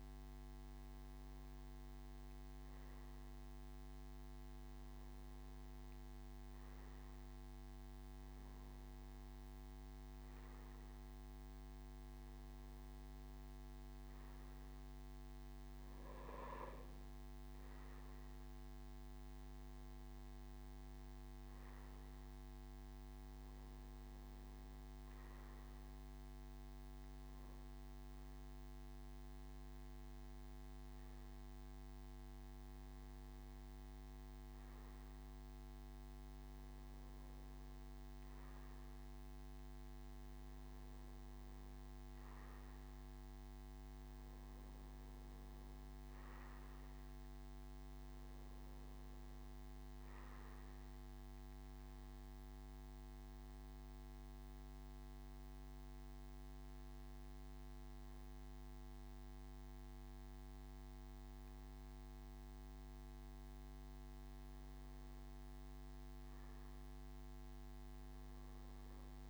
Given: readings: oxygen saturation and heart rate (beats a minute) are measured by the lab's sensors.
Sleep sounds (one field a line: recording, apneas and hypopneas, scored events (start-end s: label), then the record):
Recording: breathing in sleep, hard to hear, by a microphone on the trachea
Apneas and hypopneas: none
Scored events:
none scored
From the record:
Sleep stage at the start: N3 (deep sleep)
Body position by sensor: on the back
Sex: male